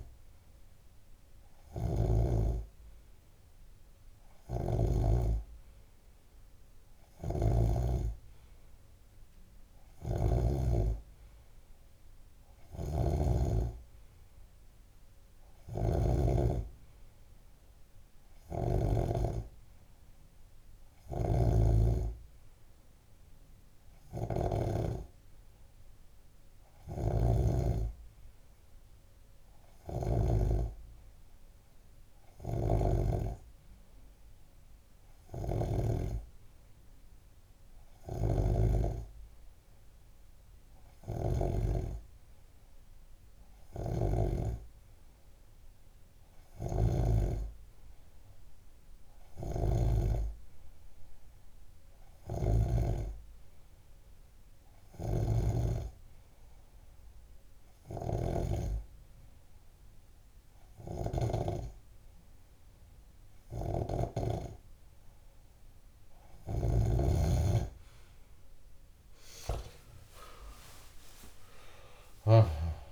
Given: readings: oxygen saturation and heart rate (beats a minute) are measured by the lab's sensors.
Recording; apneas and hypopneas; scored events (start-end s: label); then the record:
breathing in sleep by a room microphone; 1
4.50-8.00 s: snoring (device-marked)
10.00-19.50 s: snoring (device-marked)
21.50-25.00 s: snoring (device-marked)
27.00-30.50 s: snoring (device-marked)
32.50-42.00 s: snoring (device-marked)
36.00-66.50 s: hypopnea (oxygen 94% before, 92% lowest)
44.00-47.50 s: snoring (device-marked)
49.50-53.00 s: snoring (device-marked)
55.00-64.50 s: snoring (device-marked)
66.50-72.92 s: snoring (device-marked)
70.50-72.92 s: arousal
From the record:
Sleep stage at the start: N2 (light sleep); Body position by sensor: on the left side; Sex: male